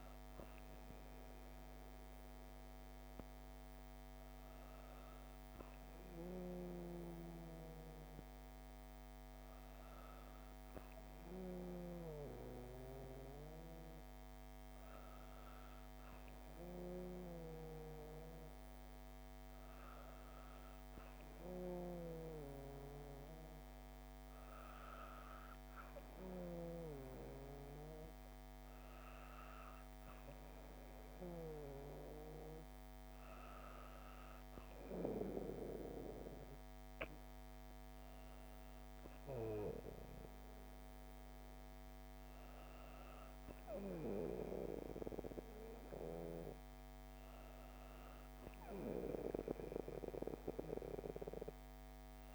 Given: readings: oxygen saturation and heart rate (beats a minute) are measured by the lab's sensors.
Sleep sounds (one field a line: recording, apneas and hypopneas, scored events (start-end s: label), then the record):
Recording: breathing in sleep by a microphone on the trachea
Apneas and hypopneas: none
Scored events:
none scored
From the record:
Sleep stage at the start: N2 (light sleep)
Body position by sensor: on the back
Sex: female